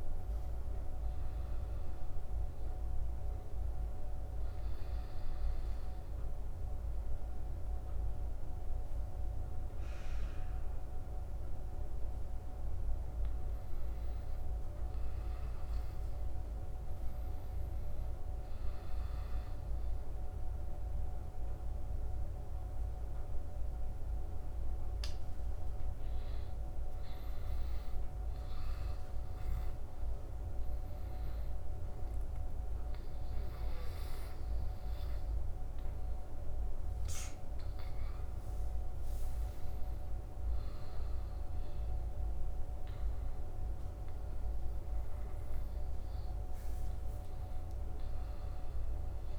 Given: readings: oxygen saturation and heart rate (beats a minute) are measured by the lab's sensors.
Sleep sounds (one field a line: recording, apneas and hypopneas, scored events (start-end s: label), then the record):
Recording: breathing in sleep, hard to hear, by a room microphone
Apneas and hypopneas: 1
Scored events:
0.00-1.00 s: arousal
4.00-14.00 s: obstructive apnea (oxygen 99% before, 90% lowest, heart rate 80 before, 77 extreme, up 4 after)
16.50-20.00 s: arousal
25.00-33.00 s: oxygen desaturation (device-marked, oxygen 95% before, 90% lowest, heart rate 79 before, 79 extreme)
From the record:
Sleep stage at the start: N2 (light sleep)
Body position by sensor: on the back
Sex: male